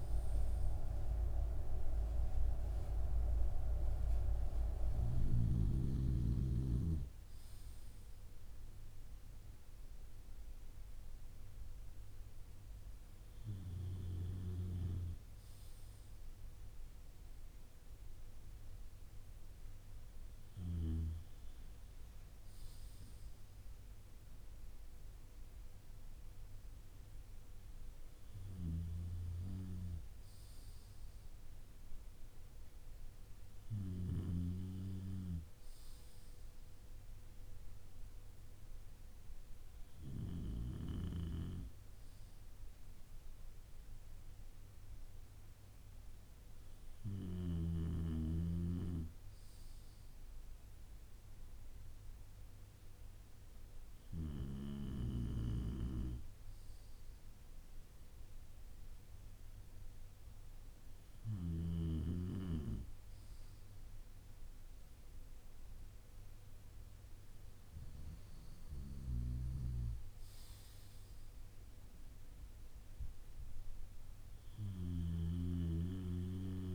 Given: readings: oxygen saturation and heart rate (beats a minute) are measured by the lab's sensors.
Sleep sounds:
breathing in sleep by a room microphone; none
none scored
From the record:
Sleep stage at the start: N2 (light sleep); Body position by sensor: on the back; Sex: male

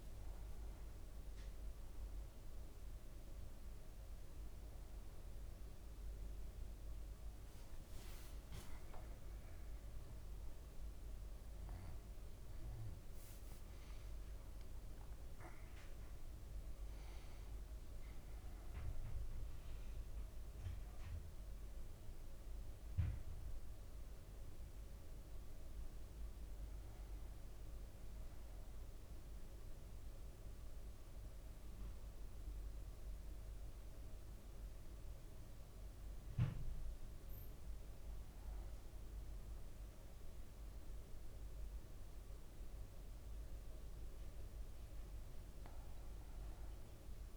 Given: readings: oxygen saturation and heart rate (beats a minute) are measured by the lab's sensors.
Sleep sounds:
breathing in sleep, hard to hear, by a room microphone; none
7.00-11.50 s: leg movement (device-marked)
8.50-14.50 s: arousal
From the record:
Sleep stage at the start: N2 (light sleep); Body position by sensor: on the back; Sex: male

